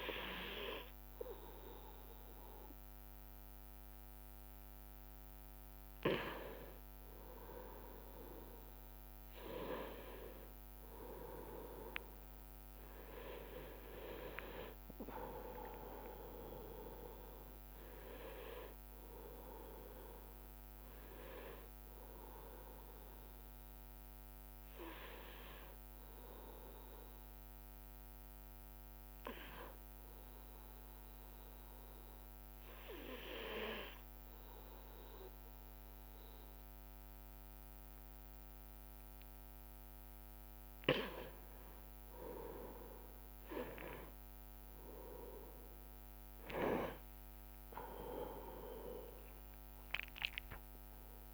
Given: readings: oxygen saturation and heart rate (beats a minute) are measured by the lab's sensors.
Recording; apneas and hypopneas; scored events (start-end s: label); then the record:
breathing in sleep by a microphone on the trachea; 1
12.50-14.50 s: long interval between heartbeats (device-marked, heart rate 66 before, 78 extreme)
22.00-26.00 s: arousal
30.00-42.50 s: hypopnea (oxygen 95% before, 91% lowest, heart rate 73 before, 62 extreme, up 17 after)
42.00-51.34 s: new sleep stage, N1 (lightest sleep)
45.00-51.34 s: oxygen desaturation (device-marked, oxygen 97% before, 91% lowest, heart rate 63 before, 62 extreme)
46.50-51.00 s: arousal
48.00-50.00 s: long interval between heartbeats (device-marked, heart rate 64 before, 77 extreme)
49.00-51.34 s: drop in pulse transit time (device-marked, heart rate 64 before, 67 extreme)
From the record:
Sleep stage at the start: N2 (light sleep); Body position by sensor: on the right side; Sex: male